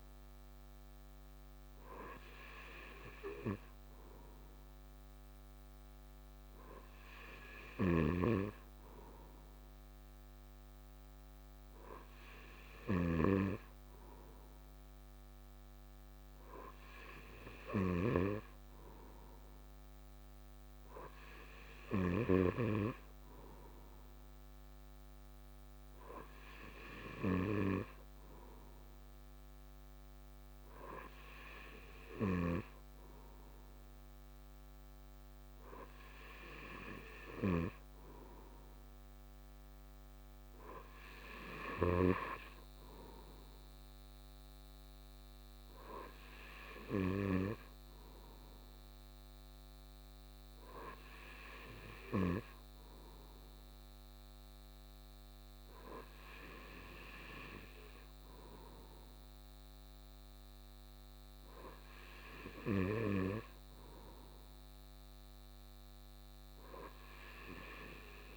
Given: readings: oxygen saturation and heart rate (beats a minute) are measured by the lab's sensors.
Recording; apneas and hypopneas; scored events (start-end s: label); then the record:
breathing in sleep by a microphone on the trachea; none
none scored
From the record:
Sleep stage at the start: N2 (light sleep); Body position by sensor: on the right side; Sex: male